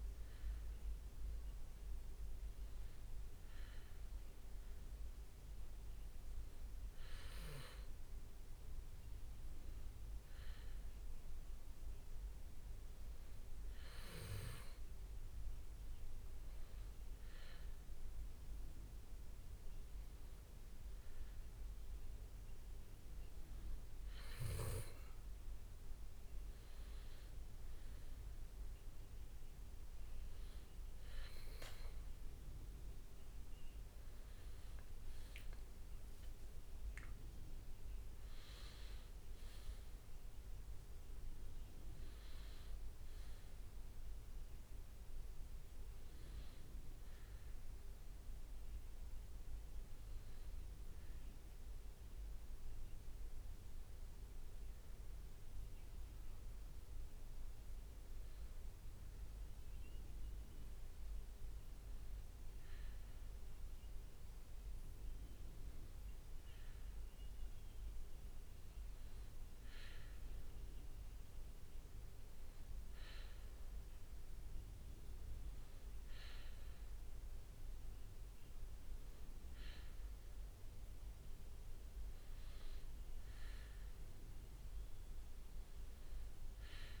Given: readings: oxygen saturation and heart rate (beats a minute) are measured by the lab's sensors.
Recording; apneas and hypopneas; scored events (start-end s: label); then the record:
breathing in sleep, hard to hear, by a room microphone; none
1.00-6.50 s: leg movement (device-marked)
7.50-14.50 s: leg movement (device-marked)
17.00-24.00 s: leg movement (device-marked)
26.00-34.50 s: leg movement (device-marked)
35.50-39.00 s: arousal
35.50-41.00 s: leg movement (device-marked)
43.00-51.00 s: leg movement (device-marked)
52.50-59.50 s: leg movement (device-marked)
62.50-70.50 s: leg movement (device-marked)
71.50-77.50 s: leg movement (device-marked)
79.50-87.00 s: leg movement (device-marked)
From the record:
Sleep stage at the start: N2 (light sleep); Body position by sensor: on the back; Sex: male